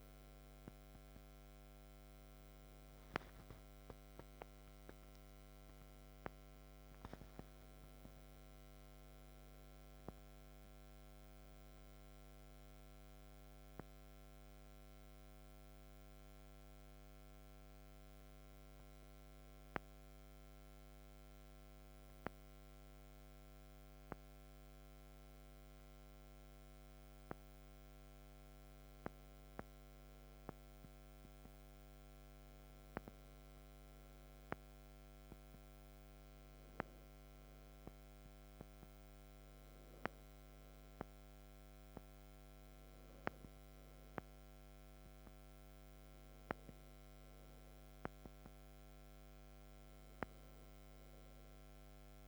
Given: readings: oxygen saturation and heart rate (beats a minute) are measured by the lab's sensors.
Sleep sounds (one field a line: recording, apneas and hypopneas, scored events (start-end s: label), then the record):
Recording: breathing in sleep by a microphone on the trachea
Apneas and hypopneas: 1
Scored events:
5.00-9.50 s: arousal
15.50-29.50 s: hypopnea (oxygen 98% before, 96% lowest, heart rate 61 before, 52 extreme, up 8 after)
31.00-35.00 s: arousal
From the record:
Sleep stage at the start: N2 (light sleep)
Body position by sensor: on the back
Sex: male